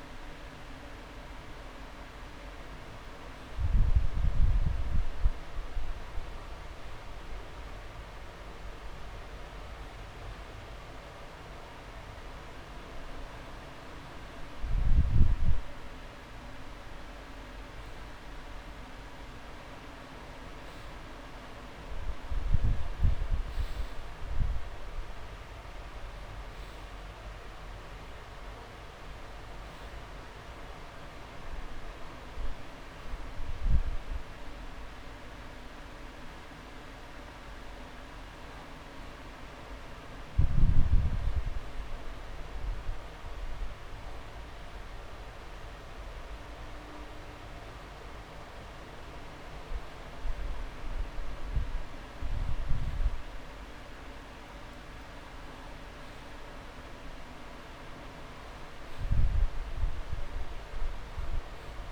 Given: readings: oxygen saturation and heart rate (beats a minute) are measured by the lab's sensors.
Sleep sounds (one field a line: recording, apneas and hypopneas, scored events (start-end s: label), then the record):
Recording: breathing in sleep, hard to hear, by a room microphone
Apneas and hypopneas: none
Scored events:
55.50-57.50 s: drop in pulse transit time (device-marked)
From the record:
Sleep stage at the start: N2 (light sleep)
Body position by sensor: on the back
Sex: male